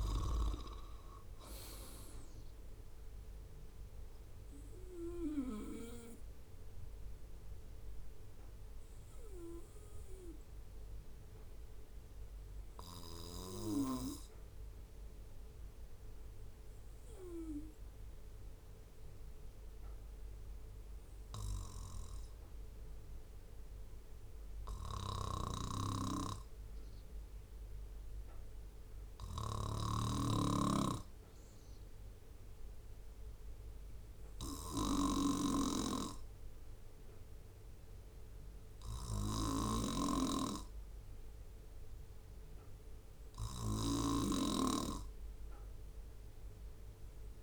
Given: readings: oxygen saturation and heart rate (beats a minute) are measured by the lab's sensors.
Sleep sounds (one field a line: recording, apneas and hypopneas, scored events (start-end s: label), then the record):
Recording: breathing in sleep by a room microphone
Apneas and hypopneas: 1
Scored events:
5.50-21.00 s: obstructive apnea (oxygen 97% before, 93% lowest, heart rate 69 before, 63 extreme, up 2 after)
23.50-26.50 s: arousal
24.50-47.43 s: snoring (device-marked)
From the record:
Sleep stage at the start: N2 (light sleep)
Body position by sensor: on the right side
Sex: male